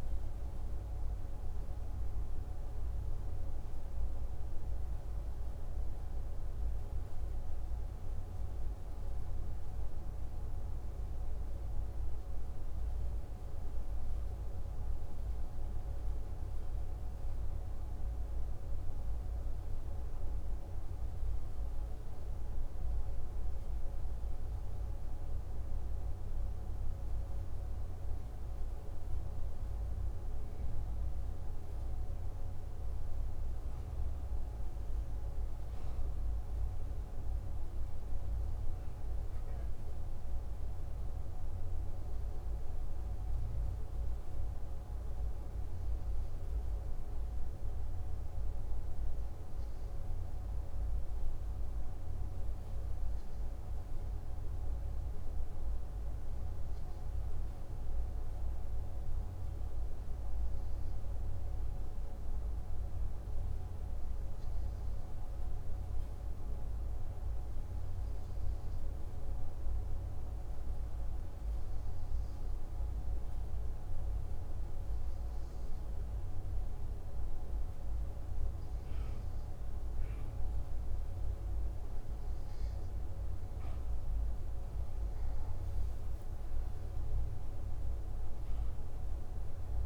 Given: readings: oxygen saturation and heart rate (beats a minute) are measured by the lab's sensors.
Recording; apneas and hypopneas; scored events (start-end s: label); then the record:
breathing in sleep, hard to hear, by a room microphone; 1
18.00-85.50 s: hypopnea (oxygen 97% before, 93% lowest, heart rate 53 before, 52 extreme, up 7 after)
86.50-89.86 s: arousal
From the record:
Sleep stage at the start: N2 (light sleep); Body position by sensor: on the back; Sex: male